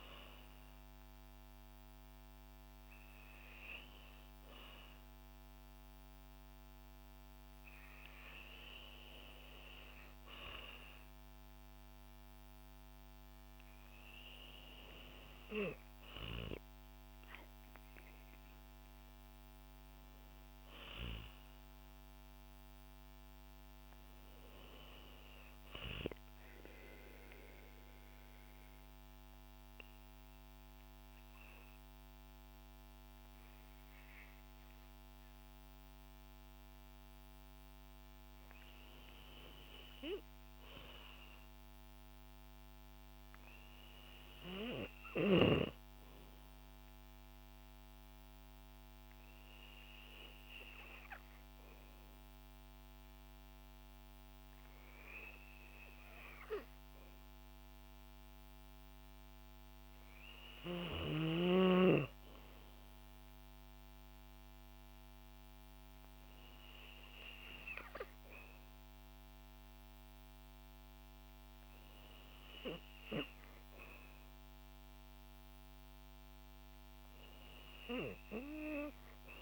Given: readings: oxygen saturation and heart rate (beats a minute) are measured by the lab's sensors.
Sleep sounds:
breathing in sleep by a microphone on the trachea; 2
17.00-21.00 s: arousal
26.00-37.00 s: obstructive apnea (oxygen 98% before, 91% lowest, heart rate 59 before, 53 extreme, up 4 after)
40.00-43.50 s: arousal
47.00-59.50 s: hypopnea (oxygen 96% before, 91% lowest, heart rate 56 before, 53 extreme, up 3 after)
48.50-61.50 s: oxygen desaturation (device-marked, oxygen 96% before, 91% lowest, heart rate 55 before, 53 extreme)
62.50-66.00 s: arousal
From the record:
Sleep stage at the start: N2 (light sleep); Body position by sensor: on the back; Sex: female

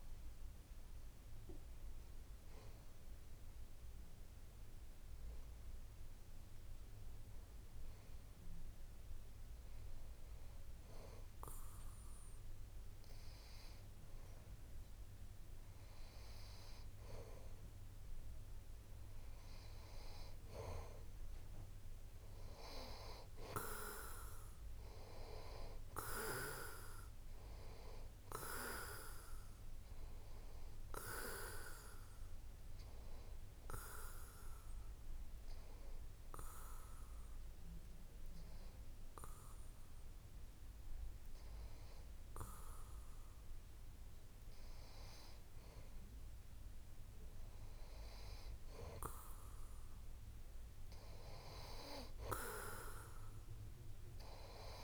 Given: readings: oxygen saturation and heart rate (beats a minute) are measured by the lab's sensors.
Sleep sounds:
breathing in sleep by a room microphone; 2
9.50-20.50 s: hypopnea (oxygen 92% before, 90% lowest)
23.50-26.50 s: arousal
33.50-46.00 s: hypopnea (oxygen 92% before, 89% lowest)
49.50-52.50 s: arousal
From the record:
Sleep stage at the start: N2 (light sleep); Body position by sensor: on the back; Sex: male

